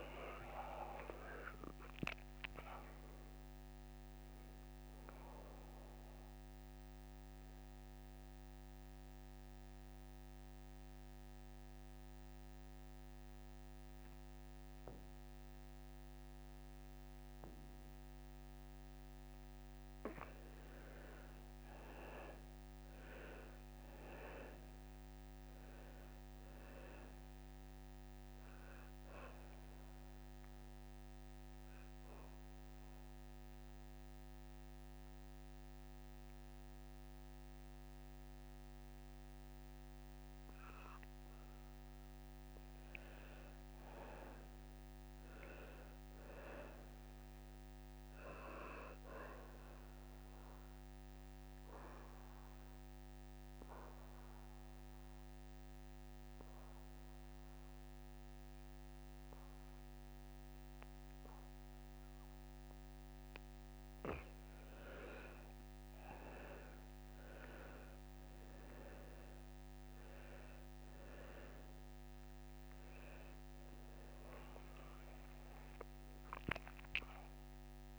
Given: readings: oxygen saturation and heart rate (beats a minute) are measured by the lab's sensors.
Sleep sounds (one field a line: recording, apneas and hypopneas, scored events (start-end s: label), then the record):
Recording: breathing in sleep by a microphone on the trachea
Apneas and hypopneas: 3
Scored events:
0.00-2.00 s: arousal
6.00-20.00 s: mixed apnea (oxygen 97% before, 84% lowest, heart rate 70 before, 69 extreme)
8.00-19.00 s: oxygen desaturation (device-marked, oxygen 96% before, 92% lowest, heart rate 71 before, 69 extreme)
21.00-42.00 s: oxygen desaturation (device-marked, oxygen 97% before, 84% lowest, heart rate 91 before, 81 extreme)
21.50-25.50 s: arousal
28.50-42.50 s: obstructive apnea (oxygen 97% before, 84% lowest, heart rate 94 before, 81 extreme, up 11 after)
44.00-47.50 s: arousal
50.00-63.50 s: obstructive apnea (oxygen 97% before, 85% lowest, heart rate 133 before, 55 extreme, up 25 after)
52.00-64.00 s: oxygen desaturation (device-marked, oxygen 97% before, 87% lowest, heart rate 132 before, 55 extreme)
65.00-69.00 s: arousal
72.00-77.99 s: oxygen desaturation (device-marked, oxygen 96% before, 85% lowest, heart rate 112 before, 44 extreme)
From the record:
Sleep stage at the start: N2 (light sleep)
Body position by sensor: on the back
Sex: male